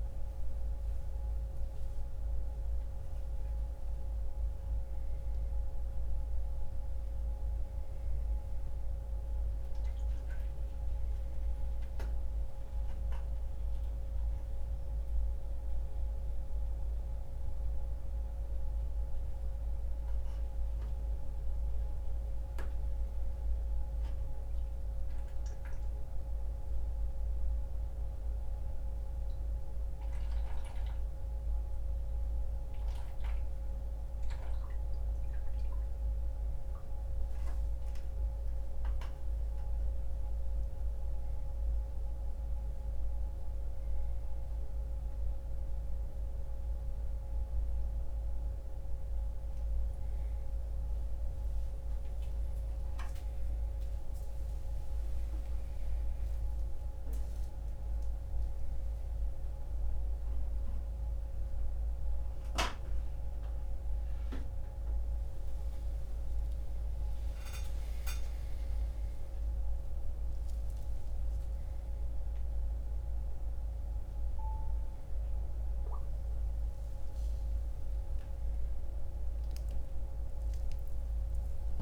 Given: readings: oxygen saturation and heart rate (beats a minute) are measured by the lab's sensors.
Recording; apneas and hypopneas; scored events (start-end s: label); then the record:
a person awake in a sleep study, hard to hear, by a room microphone; none
20.50-23.50 s: oxygen desaturation (device-marked, oxygen 97% before, 92% lowest, heart rate 88 before, 59 extreme)
From the record:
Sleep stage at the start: awake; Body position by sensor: on the back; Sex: male